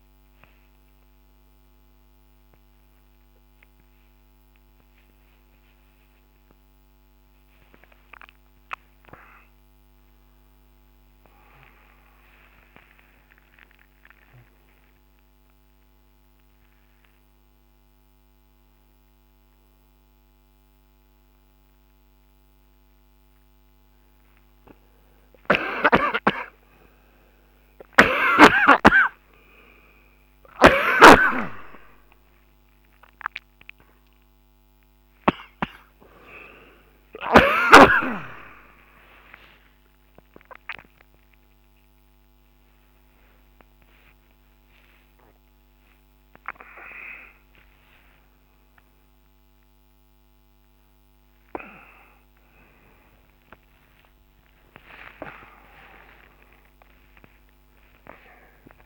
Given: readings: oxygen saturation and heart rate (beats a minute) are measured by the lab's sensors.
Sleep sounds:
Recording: a person awake in a sleep study, by a microphone on the trachea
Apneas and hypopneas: none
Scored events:
27.50-35.50 s: snoring (device-marked)
28.00-30.00 s: long interval between heartbeats (device-marked, heart rate 84 before, 81 extreme)
31.00-33.00 s: long interval between heartbeats (device-marked, heart rate 84 before, 100 extreme)
54.00-56.00 s: long interval between heartbeats (device-marked, heart rate 98 before, 94 extreme)
From the record:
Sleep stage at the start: awake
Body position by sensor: on the right side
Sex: male

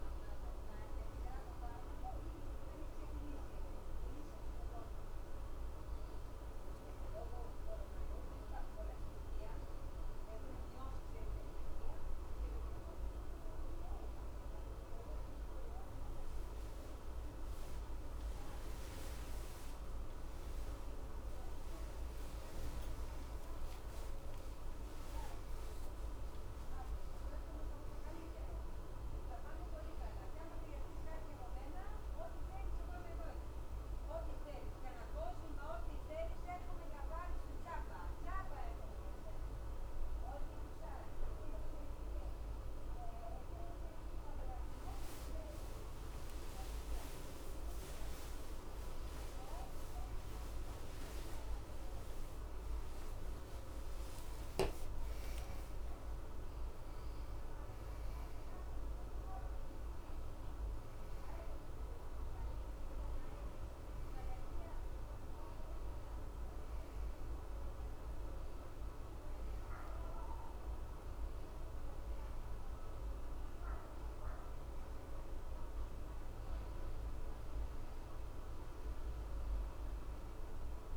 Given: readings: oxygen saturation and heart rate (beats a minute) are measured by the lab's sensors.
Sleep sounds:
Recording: breathing in sleep, hard to hear, by a room microphone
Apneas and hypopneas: 1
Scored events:
24.00-28.50 s: arousal
33.00-43.50 s: hypopnea (oxygen 94% before, 92% lowest, heart rate 63 before, 60 extreme, up 0 after)
47.50-53.00 s: arousal
From the record:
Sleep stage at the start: N1 (lightest sleep)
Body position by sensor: on the left side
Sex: male

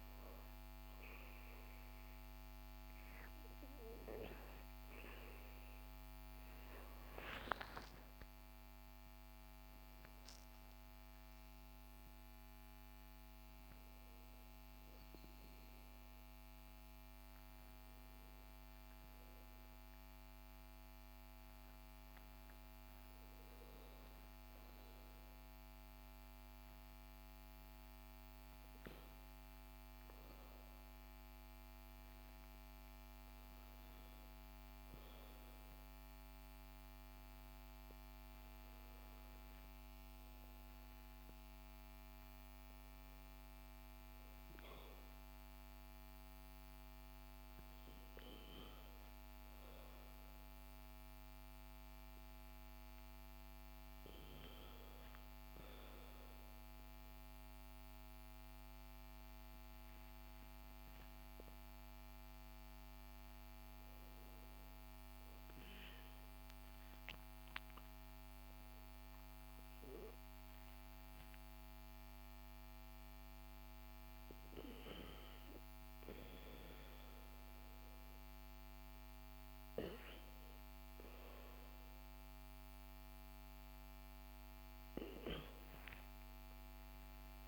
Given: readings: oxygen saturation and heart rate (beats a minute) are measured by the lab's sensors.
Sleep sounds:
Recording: breathing in sleep by a microphone on the trachea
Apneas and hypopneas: 1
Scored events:
6.00-11.50 s: arousal
67.00-78.50 s: obstructive apnea (oxygen 99% before, 95% lowest, heart rate 61 before, 50 extreme, up 10 after)
85.00-87.48 s: arousal
From the record:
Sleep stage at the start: REM sleep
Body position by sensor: on the back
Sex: male

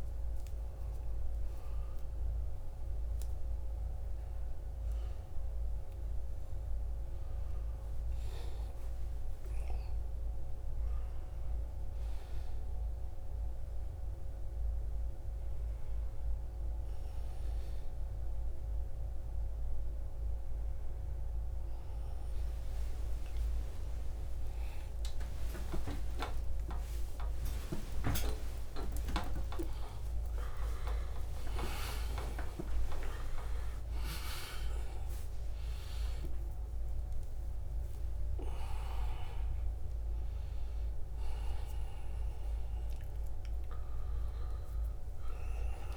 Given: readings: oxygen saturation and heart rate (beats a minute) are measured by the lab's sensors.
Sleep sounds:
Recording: a person awake in a sleep study, by a room microphone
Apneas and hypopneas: none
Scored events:
25.50-27.50 s: long interval between heartbeats (device-marked, heart rate 81 before, 118 extreme)
28.00-30.00 s: long interval between heartbeats (device-marked, heart rate 86 before, 144 extreme)
31.00-33.00 s: long interval between heartbeats (device-marked, heart rate 97 before, 150 extreme)
41.50-45.97 s: new sleep stage, N1 (lightest sleep)
From the record:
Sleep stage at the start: awake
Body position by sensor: on the right side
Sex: male

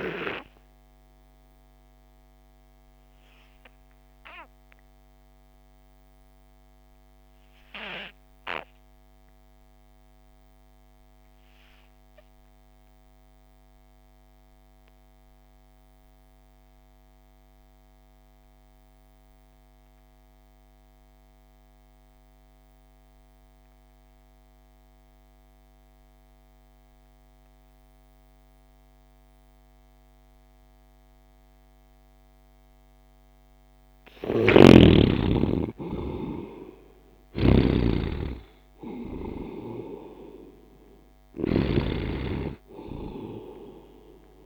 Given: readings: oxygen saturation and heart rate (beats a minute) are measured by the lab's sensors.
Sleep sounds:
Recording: breathing in sleep by a microphone on the trachea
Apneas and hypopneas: 1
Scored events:
0.00-13.50 s: oxygen desaturation (device-marked, oxygen 83% lowest)
0.50-32.50 s: obstructive apnea (oxygen 99% before, 62% lowest)
15.50-44.46 s: oxygen desaturation (device-marked, oxygen 97% before, 62% lowest)
34.50-42.00 s: snoring (device-marked)
35.50-38.50 s: arousal
From the record:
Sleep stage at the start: REM sleep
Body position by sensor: on the right side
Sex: male

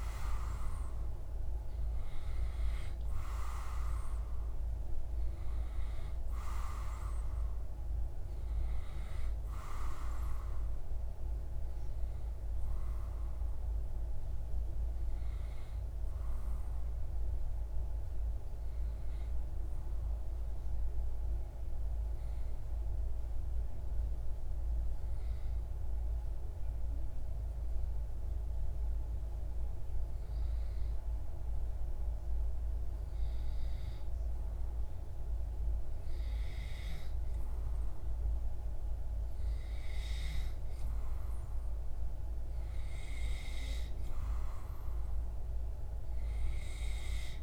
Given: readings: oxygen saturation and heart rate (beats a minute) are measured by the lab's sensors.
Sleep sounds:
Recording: breathing in sleep by a room microphone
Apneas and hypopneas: 1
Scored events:
18.00-32.00 s: obstructive apnea (oxygen 97% before, 93% lowest)
34.50-39.00 s: arousal
From the record:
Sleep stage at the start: N2 (light sleep)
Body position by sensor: on the back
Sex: male

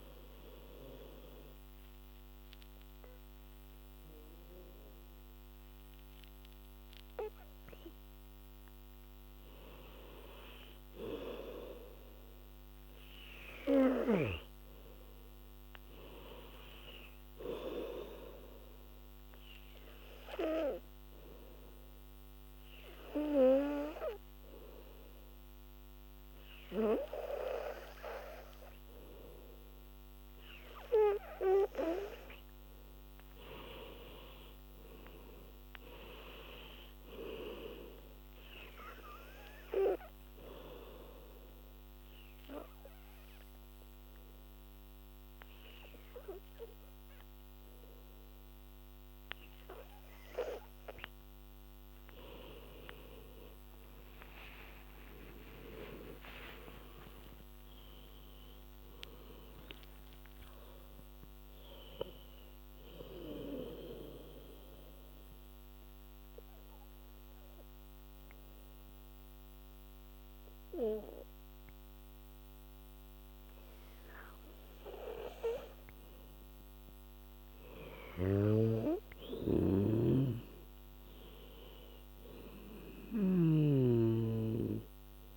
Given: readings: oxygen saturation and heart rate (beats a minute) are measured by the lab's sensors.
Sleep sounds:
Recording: breathing in sleep by a microphone on the trachea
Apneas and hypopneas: 3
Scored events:
0.00-5.00 s: oxygen desaturation (device-marked, oxygen 90% lowest, heart rate 79 extreme)
11.50-15.00 s: arousal
16.00-25.00 s: oxygen desaturation (device-marked, oxygen 99% before, 93% lowest, heart rate 91 before, 75 extreme)
19.00-32.00 s: hypopnea (oxygen 99% before, 92% lowest, heart rate 86 before, 75 extreme, up 7 after)
33.50-36.50 s: arousal
36.00-50.00 s: oxygen desaturation (device-marked, oxygen 97% before, 93% lowest, heart rate 81 before, 70 extreme)
41.00-51.00 s: obstructive apnea (oxygen 99% before, 91% lowest, heart rate 81 before, 70 extreme, up 15 after)
52.50-56.00 s: arousal
56.00-72.00 s: oxygen desaturation (device-marked, oxygen 97% before, 92% lowest, heart rate 81 before, 70 extreme)
64.00-75.50 s: obstructive apnea (oxygen 97% before, 91% lowest, heart rate 84 before, 70 extreme, up 12 after)
78.00-82.00 s: arousal
78.00-85.37 s: oxygen desaturation (device-marked, oxygen 99% before, 94% lowest, heart rate 81 before, 75 extreme)
79.00-83.50 s: snoring (device-marked)
From the record:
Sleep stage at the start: N2 (light sleep)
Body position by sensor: on the back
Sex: female

